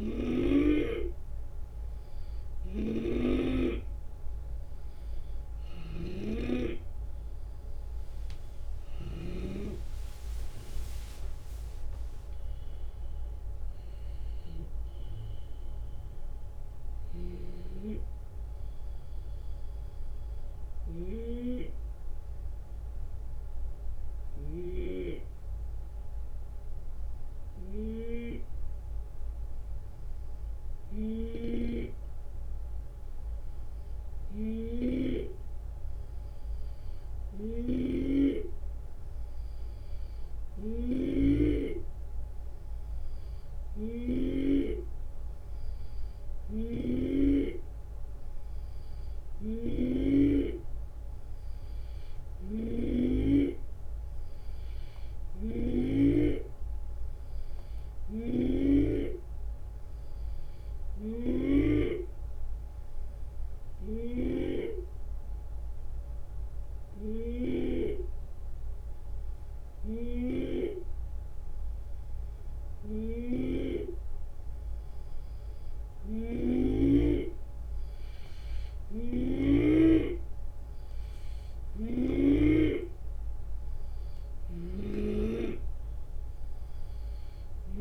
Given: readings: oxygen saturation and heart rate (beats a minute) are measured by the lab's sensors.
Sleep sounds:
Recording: breathing in sleep by a room microphone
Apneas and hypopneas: 2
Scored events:
0.00-16.50 s: drop in pulse transit time (device-marked, heart rate 76 extreme)
0.50-33.50 s: oxygen desaturation (device-marked, oxygen 91% before, 87% lowest, heart rate 74 before, 67 extreme)
2.00-9.00 s: snoring (device-marked)
10.00-14.00 s: arousal
16.50-44.00 s: snoring (device-marked)
18.00-30.50 s: hypopnea (oxygen 91% before, 87% lowest, heart rate 79 before, 67 extreme, up 7 after)
34.50-39.50 s: arousal
46.00-55.50 s: snoring (device-marked)
52.50-64.50 s: drop in pulse transit time (device-marked, heart rate 72 before, 72 extreme)
57.50-79.00 s: snoring (device-marked)
60.50-74.00 s: hypopnea (oxygen 94% before, 88% lowest, heart rate 73 before, 71 extreme, up 7 after)
79.50-87.81 s: drop in pulse transit time (device-marked, heart rate 73 before, 76 extreme)
81.00-87.81 s: snoring (device-marked)
83.00-86.50 s: arousal
From the record:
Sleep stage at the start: N2 (light sleep)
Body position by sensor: on the left side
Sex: male

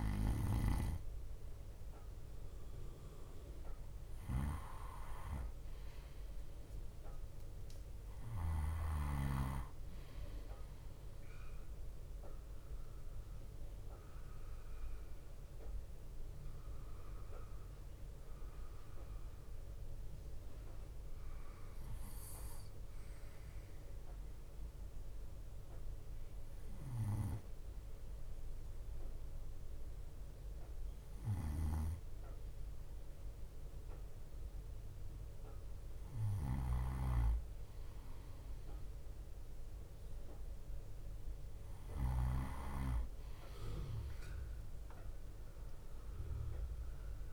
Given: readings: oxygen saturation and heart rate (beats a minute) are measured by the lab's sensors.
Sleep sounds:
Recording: breathing in sleep by a room microphone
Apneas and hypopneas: 1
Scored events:
13.50-22.50 s: oxygen desaturation (device-marked, oxygen 95% before, 92% lowest)
18.00-32.50 s: hypopnea (oxygen 96% before, 91% lowest)
31.50-42.50 s: snoring (device-marked)
35.00-39.00 s: arousal
From the record:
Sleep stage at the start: N2 (light sleep)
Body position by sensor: on the right side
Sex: male

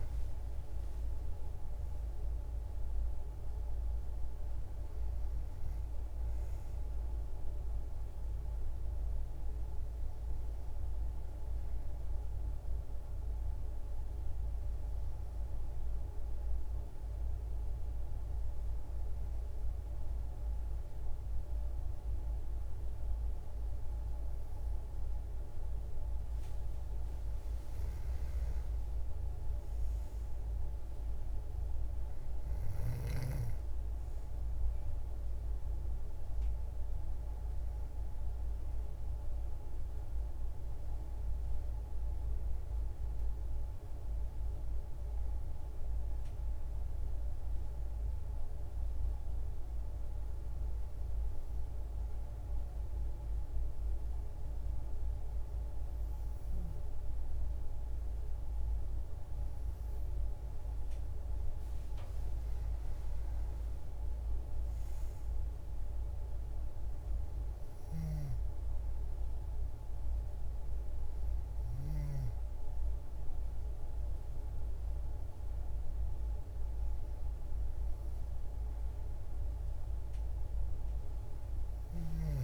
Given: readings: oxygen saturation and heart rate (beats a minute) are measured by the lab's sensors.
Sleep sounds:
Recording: breathing in sleep, hard to hear, by a room microphone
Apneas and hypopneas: 2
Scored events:
3.50-8.00 s: arousal
13.00-25.50 s: hypopnea (oxygen 95% before, 93% lowest, heart rate 78 before, 74 extreme, up 4 after)
28.50-33.00 s: arousal
44.50-60.00 s: hypopnea (oxygen 96% before, 93% lowest, heart rate 100 before, 53 extreme, up 50 after)
61.50-65.50 s: arousal
From the record:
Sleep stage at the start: N2 (light sleep)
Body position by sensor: on the back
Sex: female

